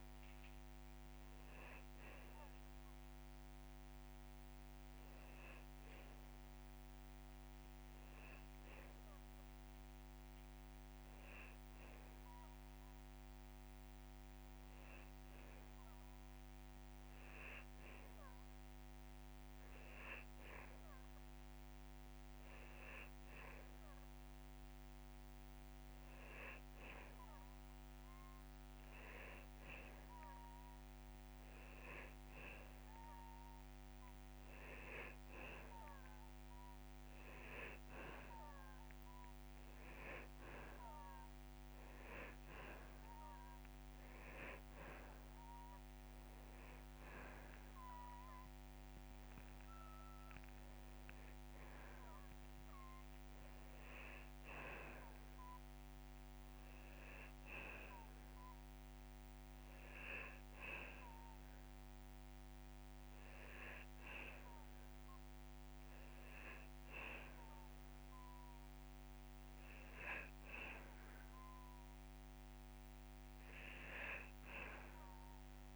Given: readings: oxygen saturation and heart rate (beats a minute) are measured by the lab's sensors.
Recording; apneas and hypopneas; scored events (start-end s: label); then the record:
breathing in sleep by a microphone on the trachea; 1
2.00-15.50 s: hypopnea (oxygen 97% before, 91% lowest)
13.00-24.00 s: oxygen desaturation (device-marked, oxygen 97% before, 91% lowest)
17.00-19.50 s: arousal
57.00-65.00 s: drop in pulse transit time (device-marked)
70.00-73.00 s: arousal
From the record:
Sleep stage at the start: N2 (light sleep); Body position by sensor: on the back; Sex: male